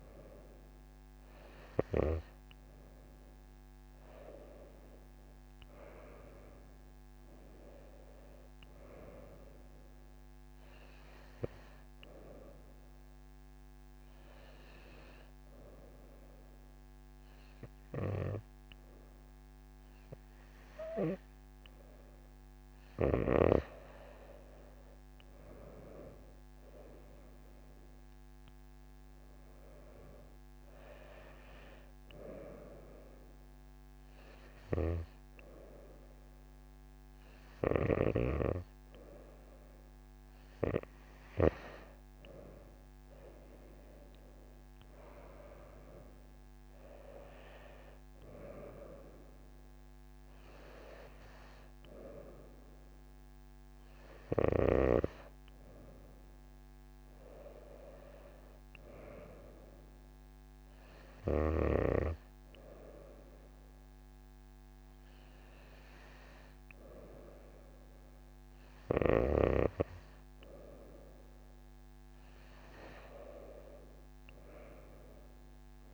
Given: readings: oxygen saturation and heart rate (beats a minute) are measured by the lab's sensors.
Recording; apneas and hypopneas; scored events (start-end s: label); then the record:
breathing in sleep by a microphone on the trachea; 1
5.00-9.00 s: arousal
14.50-25.50 s: obstructive apnea (oxygen 96% before, 93% lowest)
27.00-31.00 s: arousal
From the record:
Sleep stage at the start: N2 (light sleep); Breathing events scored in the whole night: 138 in 5.5 hours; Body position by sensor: on the right side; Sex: female